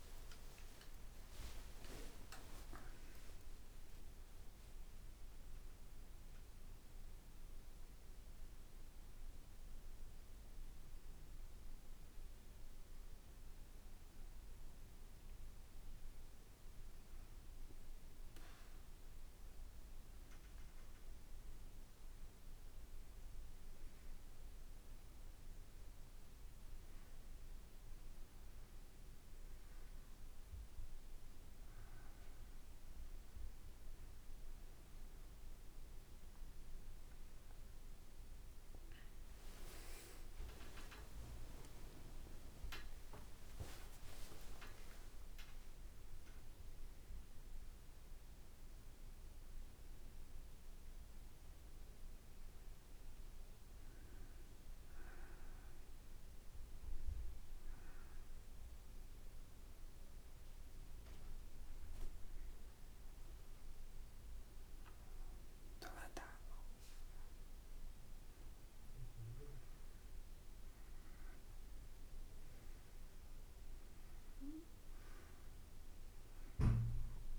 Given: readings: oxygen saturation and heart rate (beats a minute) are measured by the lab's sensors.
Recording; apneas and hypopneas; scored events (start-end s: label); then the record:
breathing in sleep by a room microphone; 2
0.00-4.50 s: arousal
1.50-3.50 s: long interval between heartbeats (device-marked, heart rate 62 before, 77 extreme)
2.00-8.00 s: oxygen desaturation (device-marked, oxygen 95% before, 92% lowest, heart rate 62 before, 57 extreme)
10.50-21.00 s: hypopnea (oxygen 95% before, 91% lowest, heart rate 76 before, 57 extreme, up 5 after)
30.00-45.00 s: oxygen desaturation (device-marked, oxygen 96% before, 92% lowest, heart rate 60 before, 57 extreme)
39.50-41.50 s: long interval between heartbeats (device-marked, heart rate 61 before, 70 extreme)
40.00-44.50 s: arousal
41.00-47.00 s: tachycardia (device-marked, heart rate 60 before, 121 extreme)
42.00-53.00 s: drop in pulse transit time (device-marked, heart rate 63 before, 61 extreme)
43.50-45.50 s: long interval between heartbeats (device-marked, heart rate 64 before, 88 extreme)
56.00-67.00 s: hypopnea (oxygen 95% before, 91% lowest, heart rate 81 before, 57 extreme, up 5 after)
68.00-77.39 s: oxygen desaturation (device-marked, oxygen 96% before, 91% lowest, heart rate 65 before, 58 extreme)
69.00-73.00 s: arousal
From the record:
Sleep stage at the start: N2 (light sleep); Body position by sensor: on the back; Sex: male